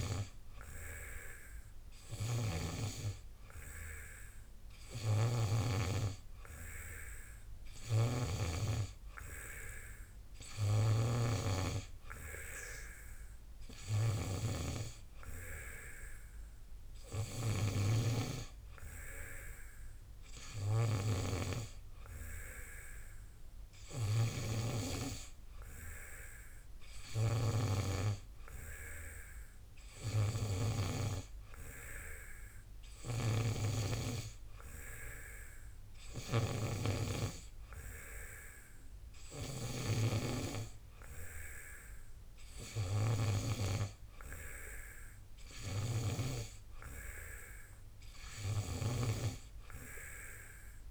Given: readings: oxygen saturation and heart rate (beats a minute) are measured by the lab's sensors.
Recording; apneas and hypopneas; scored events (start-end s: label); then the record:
breathing in sleep by a room microphone; none
none scored
From the record:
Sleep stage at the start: N2 (light sleep); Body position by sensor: on the back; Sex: male